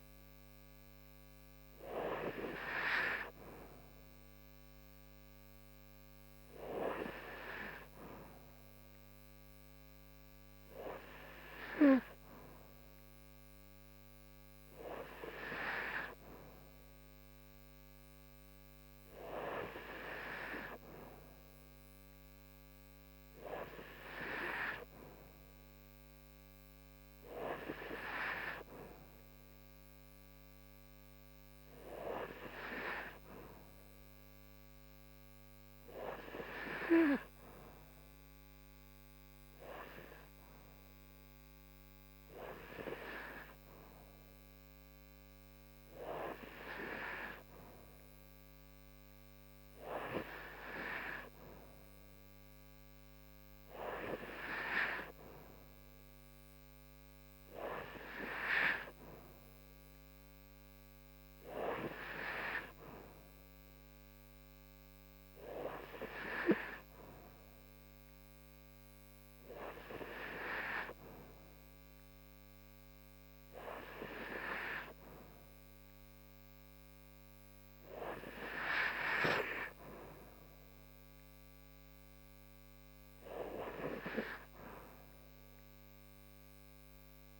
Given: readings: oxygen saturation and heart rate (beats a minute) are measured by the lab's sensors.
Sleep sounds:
breathing in sleep by a microphone on the trachea; none
none scored
From the record:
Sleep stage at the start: N2 (light sleep); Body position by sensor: on the right side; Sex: female

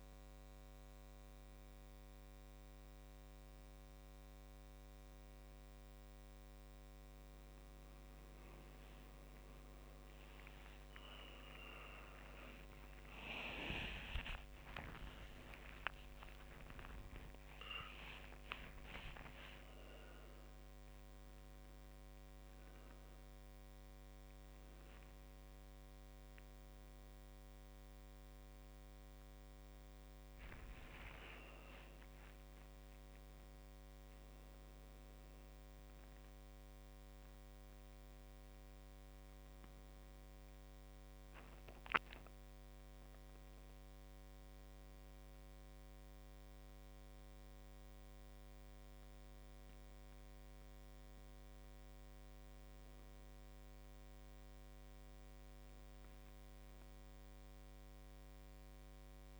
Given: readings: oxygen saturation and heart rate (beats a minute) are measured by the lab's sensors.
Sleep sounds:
a person awake in a sleep study, by a microphone on the trachea; none
7.00-21.00 s: tachycardia (device-marked, heart rate 47 before, 179 extreme)
9.00-11.00 s: long interval between heartbeats (device-marked, heart rate 47 before, 67 extreme)
12.00-14.00 s: long interval between heartbeats (device-marked, heart rate 55 before, 126 extreme)
16.00 s: drop in pulse transit time (device-marked)
16.00-18.00 s: long interval between heartbeats (device-marked, heart rate 74 before, 164 extreme)
19.00-21.00 s: long interval between heartbeats (device-marked, heart rate 91 before, 162 extreme)
24.00-26.00 s: long interval between heartbeats (device-marked, heart rate 116 before, 79 extreme)
26.00-28.00 s: long interval between heartbeats (device-marked, heart rate 120 before, 69 extreme)
31.50-33.50 s: long interval between heartbeats (device-marked, heart rate 122 before, 88 extreme)
33.50-35.50 s: long interval between heartbeats (device-marked, heart rate 119 before, 97 extreme)
From the record:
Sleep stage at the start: awake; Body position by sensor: on the back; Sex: male

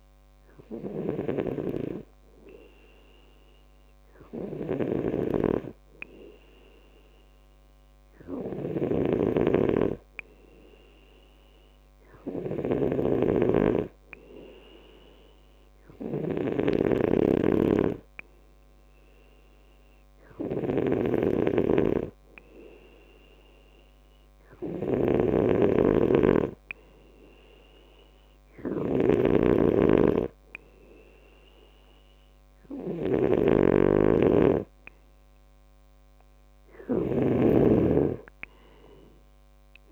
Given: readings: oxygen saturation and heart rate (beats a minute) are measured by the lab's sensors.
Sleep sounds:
breathing in sleep by a microphone on the trachea; 1
1.00-37.50 s: snoring (device-marked)
16.50-34.50 s: hypopnea (oxygen 97% before, 93% lowest, heart rate 66 before, 64 extreme, up 5 after)
37.50-39.92 s: arousal
From the record:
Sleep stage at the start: N2 (light sleep); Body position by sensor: on the back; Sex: male

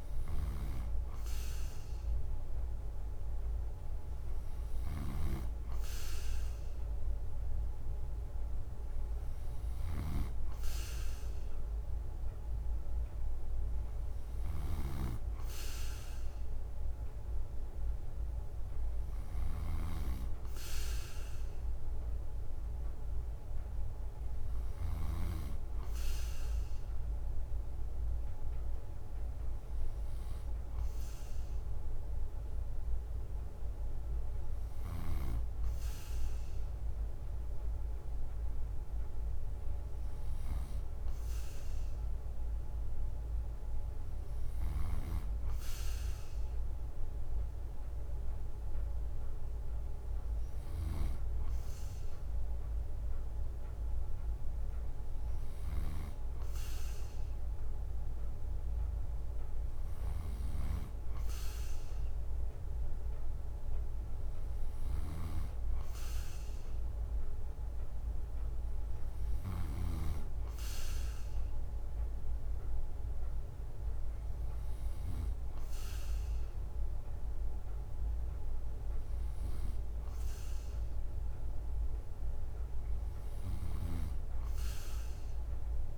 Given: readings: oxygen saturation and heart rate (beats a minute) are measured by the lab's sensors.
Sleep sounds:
breathing in sleep by a room microphone; none
0.00-25.00 s: snoring (device-marked)
55.00-69.50 s: snoring (device-marked)
83.00-85.98 s: snoring (device-marked)
From the record:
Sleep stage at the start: N2 (light sleep); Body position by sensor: on the right side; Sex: male

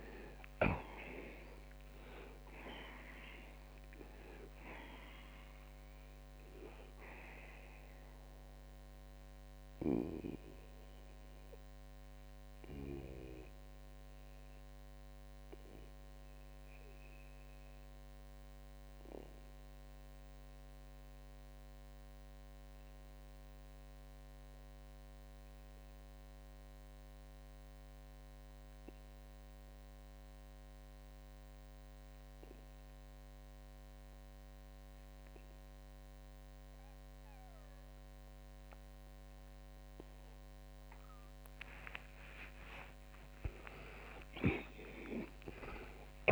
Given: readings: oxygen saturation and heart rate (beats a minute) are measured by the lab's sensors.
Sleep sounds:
breathing in sleep by a microphone on the trachea; 1
4.00-39.00 s: oxygen desaturation (device-marked, oxygen 95% before, 80% lowest, heart rate 98 before, 58 extreme)
8.50-41.50 s: mixed apnea (oxygen 95% before, 77% lowest, heart rate 106 before, 58 extreme)
44.50-46.31 s: arousal
From the record:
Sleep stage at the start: N2 (light sleep); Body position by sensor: on the back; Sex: male

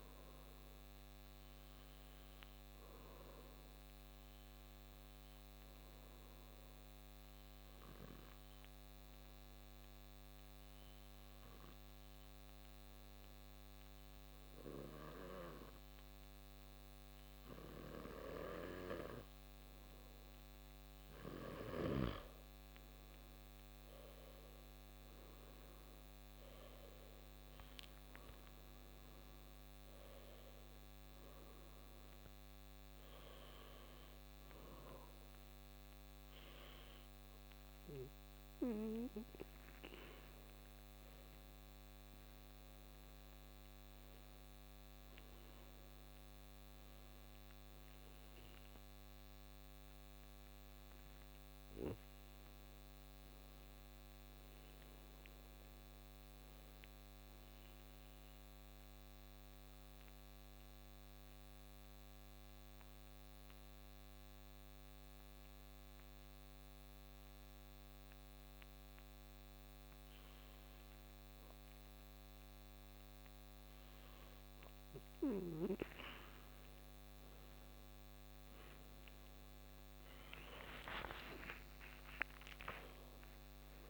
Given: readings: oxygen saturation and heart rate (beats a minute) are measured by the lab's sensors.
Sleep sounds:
breathing in sleep by a microphone on the trachea; 2
3.00-20.00 s: obstructive apnea (oxygen 96% before, 94% lowest)
23.00-27.00 s: arousal
52.50-56.00 s: arousal
59.00-72.50 s: obstructive apnea (oxygen 95% before, 94% lowest)
78.50-83.50 s: arousal
From the record:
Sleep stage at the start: N2 (light sleep); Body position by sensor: on the back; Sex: male

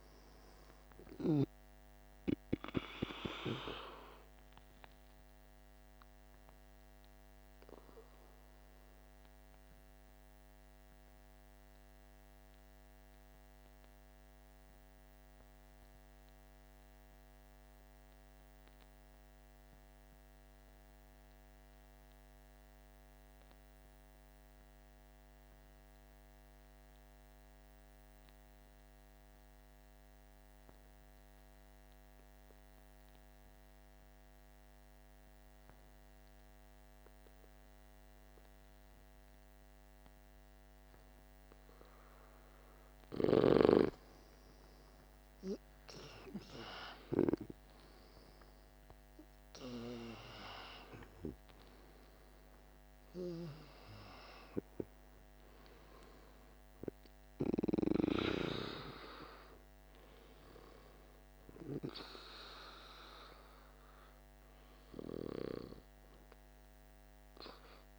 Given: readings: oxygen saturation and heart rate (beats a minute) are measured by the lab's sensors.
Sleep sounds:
breathing in sleep by a microphone on the trachea; 1
0.00-20.00 s: oxygen desaturation (device-marked, oxygen 87% lowest, heart rate 47 extreme)
7.00-41.00 s: obstructive apnea (oxygen 98% before, 87% lowest, heart rate 56 before, 47 extreme, up 13 after)
36.00-50.00 s: oxygen desaturation (device-marked, oxygen 99% before, 92% lowest, heart rate 49 before, 49 extreme)
43.50-47.50 s: arousal
52.00-67.99 s: oxygen desaturation (device-marked, oxygen 94% before, 89% lowest, heart rate 54 before, 48 extreme)
From the record:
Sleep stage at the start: N2 (light sleep); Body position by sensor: on the back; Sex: male

